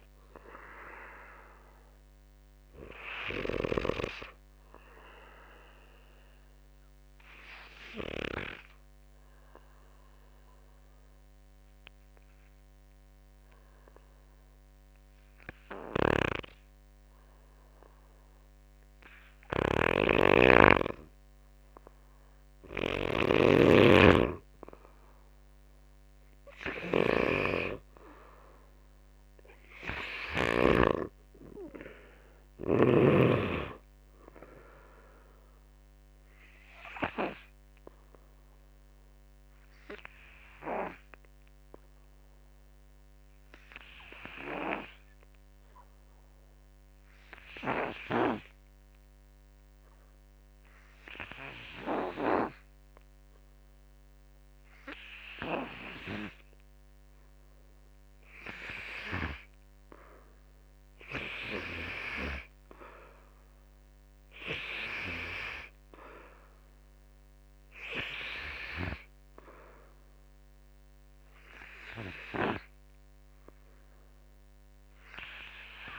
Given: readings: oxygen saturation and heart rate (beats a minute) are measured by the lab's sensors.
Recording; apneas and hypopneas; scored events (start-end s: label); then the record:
breathing in sleep by a microphone on the trachea; 1
10.00-21.00 s: obstructive apnea (oxygen 98% before, 90% lowest, heart rate 54 before, 51 extreme, up 11 after)
15.50-30.50 s: snoring (device-marked)
22.50-45.50 s: oxygen desaturation (device-marked, oxygen 98% before, 90% lowest, heart rate 52 before, 53 extreme)
27.50-31.00 s: arousal
54.50-75.99 s: oxygen desaturation (device-marked, oxygen 97% before, 90% lowest, heart rate 57 before, 53 extreme)
From the record:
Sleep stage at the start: N2 (light sleep); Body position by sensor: on the back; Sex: male